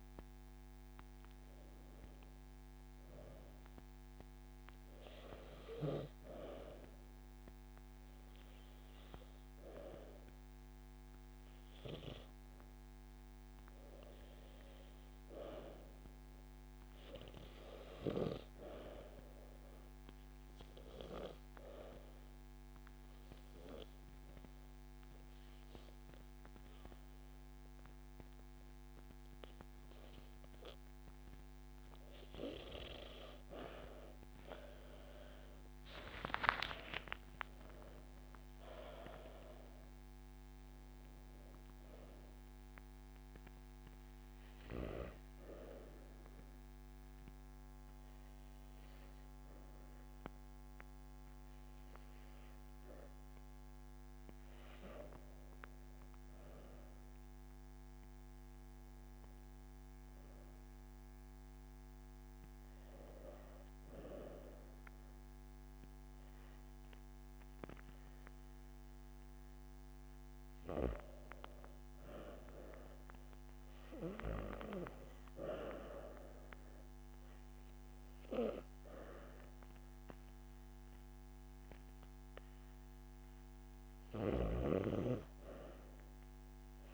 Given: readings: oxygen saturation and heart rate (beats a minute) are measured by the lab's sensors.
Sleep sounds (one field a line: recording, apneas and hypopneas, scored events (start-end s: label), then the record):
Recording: breathing in sleep by a microphone on the trachea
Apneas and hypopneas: 2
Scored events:
0.00-14.50 s: oxygen desaturation (device-marked, oxygen 91% lowest)
17.50-86.93 s: new sleep stage, REM sleep
20.00-31.50 s: obstructive apnea (oxygen 95% before, 85% lowest)
31.50-55.50 s: oxygen desaturation (device-marked, oxygen 93% before, 85% lowest)
34.00-38.00 s: arousal
45.50-55.50 s: obstructive apnea (oxygen 93% before, 85% lowest)
57.00-61.50 s: arousal
62.50-69.50 s: oxygen desaturation (device-marked, oxygen 98% before, 94% lowest)
From the record:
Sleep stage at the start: N2 (light sleep)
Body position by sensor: on the back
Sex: female